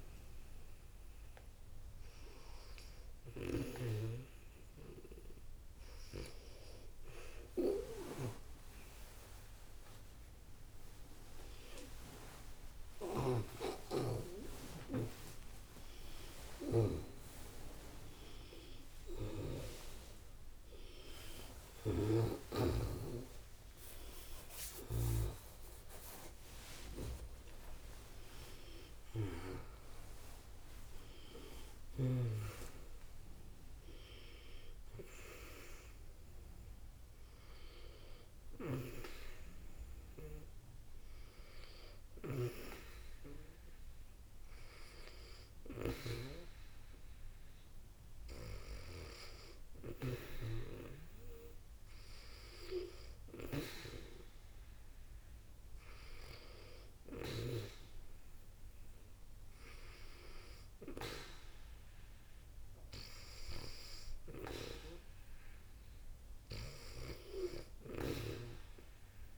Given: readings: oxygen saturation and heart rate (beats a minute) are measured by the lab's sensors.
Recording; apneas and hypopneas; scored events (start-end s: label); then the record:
a person partly awake in a sleep study, by a room microphone; none
30.00-60.00 s: new sleep stage, N1 (lightest sleep)
38.00-57.50 s: snoring (device-marked)
60.00-69.37 s: new sleep stage, N2 (light sleep)
From the record:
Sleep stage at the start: awake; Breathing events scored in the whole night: 25 in 6.3 hours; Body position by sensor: on the back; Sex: female